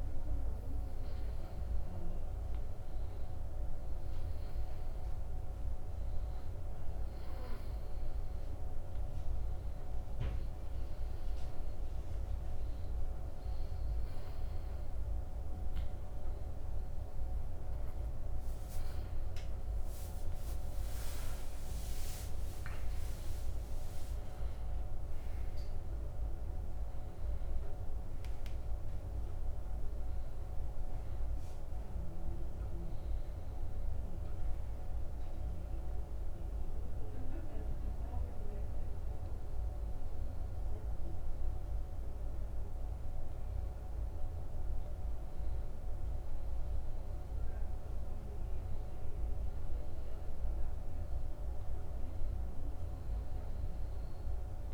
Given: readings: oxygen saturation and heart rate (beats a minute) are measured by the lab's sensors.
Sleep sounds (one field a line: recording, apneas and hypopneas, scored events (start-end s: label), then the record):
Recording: breathing in sleep, hard to hear, by a room microphone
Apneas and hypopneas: 1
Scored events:
0.00-3.50 s: oxygen desaturation (device-marked, oxygen 91% lowest, heart rate 84 extreme)
20.50-25.00 s: arousal
34.50-45.00 s: hypopnea (oxygen 94% before, 92% lowest, heart rate 89 before, 81 extreme, up 3 after)
46.50-49.00 s: arousal
From the record:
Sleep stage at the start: N2 (light sleep)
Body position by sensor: on the back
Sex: male